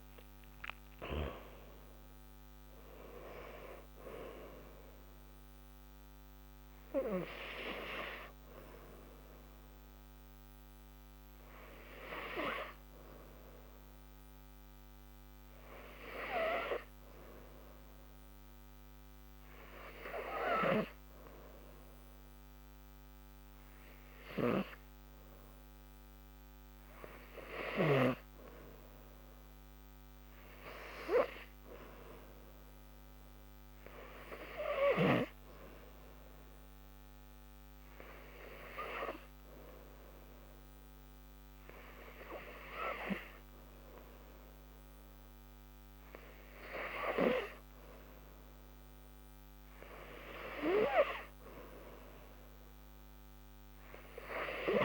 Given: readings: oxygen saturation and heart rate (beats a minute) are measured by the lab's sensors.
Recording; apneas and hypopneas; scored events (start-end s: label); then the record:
breathing in sleep by a microphone on the trachea; 2
2.50-54.85 s: new sleep stage, N2 (light sleep)
13.00-26.50 s: hypopnea (oxygen 95% before, 94% lowest, heart rate 97 before, 73 extreme, up 4 after)
28.50-31.00 s: arousal
38.50-49.50 s: hypopnea (oxygen 97% before, 93% lowest, heart rate 75 before, 74 extreme, up 0 after)
51.50-54.50 s: arousal
From the record:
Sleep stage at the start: N3 (deep sleep); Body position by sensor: on the back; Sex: female